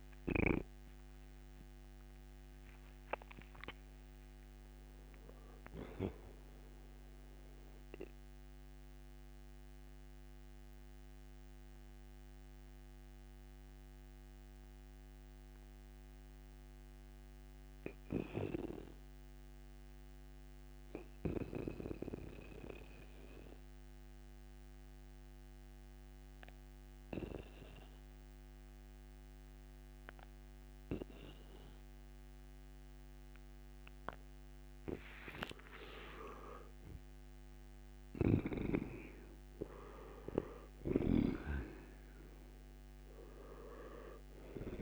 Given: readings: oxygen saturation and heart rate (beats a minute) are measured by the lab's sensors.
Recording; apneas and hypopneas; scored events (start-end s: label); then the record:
breathing in sleep by a microphone on the trachea; 1
0.00-22.50 s: oxygen desaturation (device-marked, oxygen 79% lowest, heart rate 60 extreme)
8.50-34.00 s: mixed apnea (oxygen 94% before, 79% lowest, heart rate 72 before, 60 extreme, up 27 after)
35.00-40.50 s: arousal
37.50-44.82 s: snoring (device-marked)
40.50-44.82 s: oxygen desaturation (device-marked, oxygen 98% before, 87% lowest, heart rate 68 before, 60 extreme)
From the record:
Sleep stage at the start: N2 (light sleep); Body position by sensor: on the right side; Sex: male